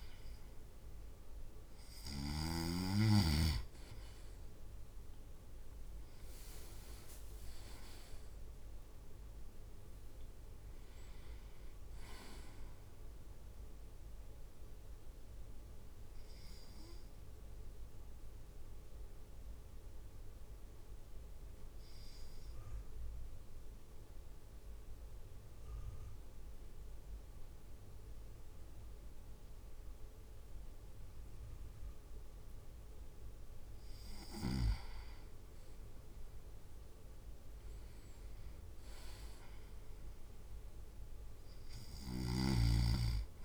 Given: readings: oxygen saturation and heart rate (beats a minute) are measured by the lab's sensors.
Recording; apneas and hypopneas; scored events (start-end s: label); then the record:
breathing in sleep by a room microphone; 1
4.00-7.50 s: arousal
4.00-7.50 s: leg movement (device-marked)
14.50-33.50 s: obstructive apnea (oxygen 99% before, 97% lowest)
36.50-40.00 s: arousal
42.00-43.45 s: snoring (device-marked)
From the record:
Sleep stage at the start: N2 (light sleep); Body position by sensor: on the right side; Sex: male